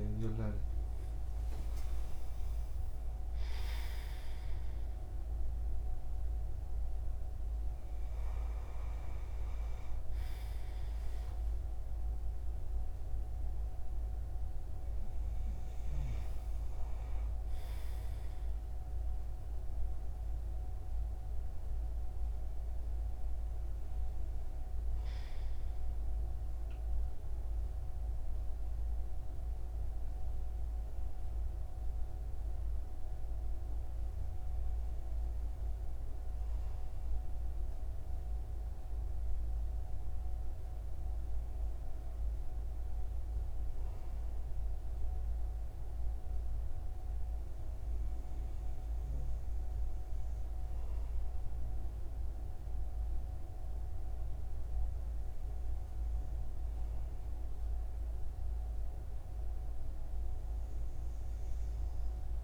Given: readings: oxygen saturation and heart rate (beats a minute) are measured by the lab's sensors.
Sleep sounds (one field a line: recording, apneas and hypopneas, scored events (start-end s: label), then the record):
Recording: breathing in sleep, hard to hear, by a room microphone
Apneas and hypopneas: none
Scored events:
none scored
From the record:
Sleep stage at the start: REM sleep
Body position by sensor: on the right side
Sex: male